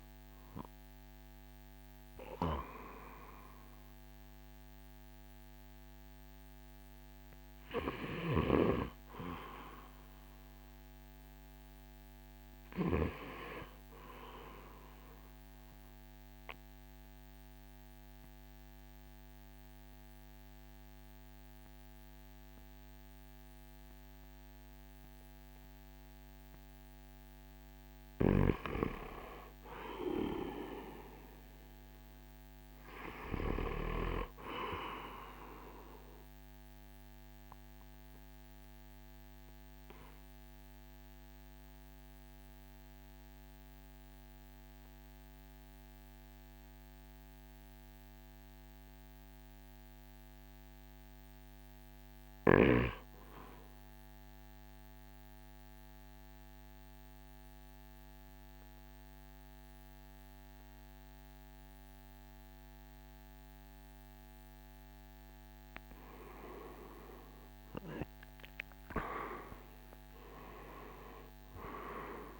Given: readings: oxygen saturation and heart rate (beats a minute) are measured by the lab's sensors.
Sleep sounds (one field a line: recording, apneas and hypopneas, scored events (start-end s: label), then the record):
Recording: breathing in sleep by a microphone on the trachea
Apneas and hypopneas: 2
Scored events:
0.00-3.00 s: drop in pulse transit time (device-marked, heart rate 65 extreme)
0.00-18.00 s: oxygen desaturation (device-marked, oxygen 79% lowest, heart rate 60 extreme)
14.50-26.50 s: obstructive apnea (oxygen 94% before, 83% lowest, heart rate 65 before, 56 extreme, up 1 after)
29.00-32.00 s: arousal
35.50-64.00 s: obstructive apnea (oxygen 99% before, 88% lowest, heart rate 61 before, 52 extreme, up 12 after)
37.00-54.00 s: oxygen desaturation (device-marked, oxygen 97% before, 91% lowest, heart rate 61 before, 52 extreme)
66.00-70.00 s: arousal
66.00-72.40 s: oxygen desaturation (device-marked, oxygen 97% before, 88% lowest, heart rate 55 before, 55 extreme)
68.00-72.40 s: drop in pulse transit time (device-marked, heart rate 55 before, 57 extreme)
From the record:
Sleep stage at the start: REM sleep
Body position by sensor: on the right side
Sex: male